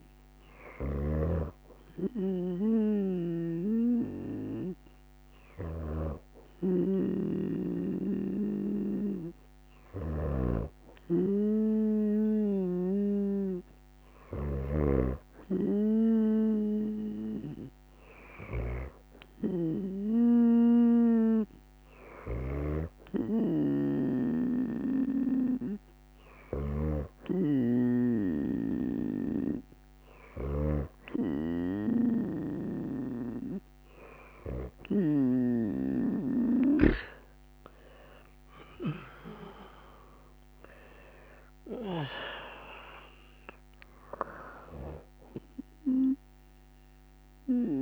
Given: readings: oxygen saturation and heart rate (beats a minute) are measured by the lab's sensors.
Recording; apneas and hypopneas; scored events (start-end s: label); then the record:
breathing in sleep by a microphone on the trachea; none
37.00-41.00 s: arousal
From the record:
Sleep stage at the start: N2 (light sleep); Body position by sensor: on the right side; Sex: female